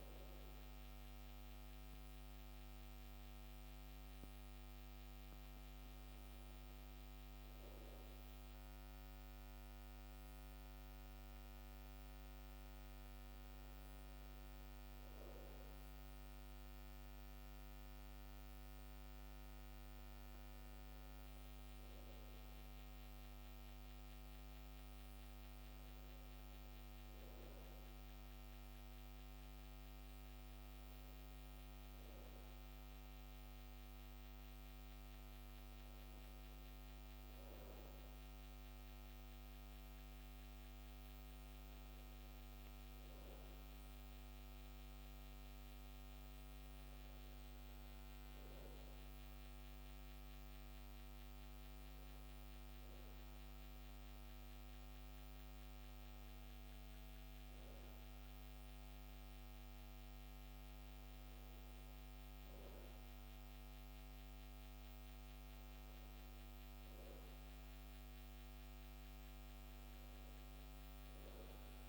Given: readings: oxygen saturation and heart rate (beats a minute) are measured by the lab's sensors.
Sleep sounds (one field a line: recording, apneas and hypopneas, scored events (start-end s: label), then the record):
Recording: a person awake in a sleep study, hard to hear, by a microphone on the trachea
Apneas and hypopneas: none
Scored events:
none scored
From the record:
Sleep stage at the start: awake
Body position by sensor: on the back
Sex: male